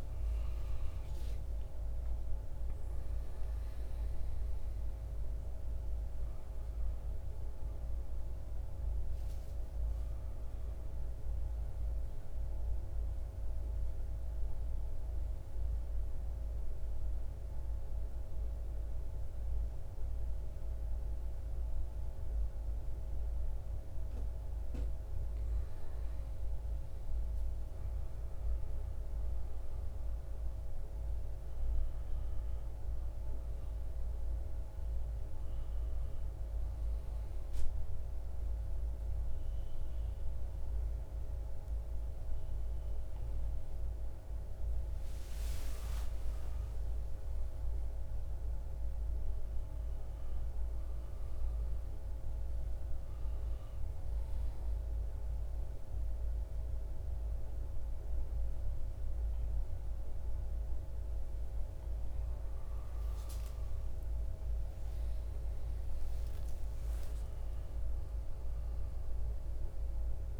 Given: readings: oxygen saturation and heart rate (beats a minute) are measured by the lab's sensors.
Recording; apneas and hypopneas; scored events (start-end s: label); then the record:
breathing in sleep, hard to hear, by a room microphone; 1
11.50-26.00 s: mixed apnea (oxygen 97% before, 94% lowest, heart rate 63 before, 56 extreme, up 6 after)
26.50-31.50 s: arousal
56.00-70.40 s: new sleep stage, N2 (light sleep)
From the record:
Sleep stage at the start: N1 (lightest sleep); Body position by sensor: on the back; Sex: male